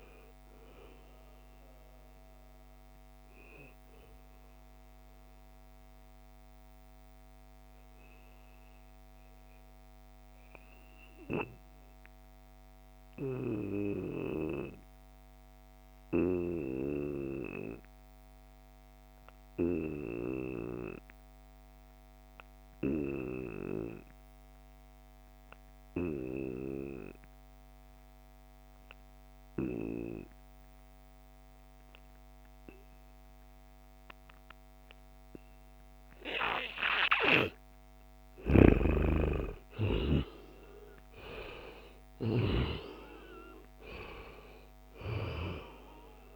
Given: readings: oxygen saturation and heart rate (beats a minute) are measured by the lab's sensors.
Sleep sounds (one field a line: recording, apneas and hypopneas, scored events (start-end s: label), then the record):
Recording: breathing in sleep by a microphone on the trachea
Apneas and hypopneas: 1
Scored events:
0.00-18.00 s: oxygen desaturation (device-marked, oxygen 87% lowest, heart rate 66 extreme)
5.00-37.00 s: obstructive apnea (oxygen 95% before, 87% lowest, heart rate 75 before, 66 extreme, up 7 after)
32.00-46.36 s: oxygen desaturation (device-marked, oxygen 97% before, 87% lowest, heart rate 70 before, 67 extreme)
38.50-42.00 s: arousal
From the record:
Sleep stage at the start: N2 (light sleep)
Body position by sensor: on the back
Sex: male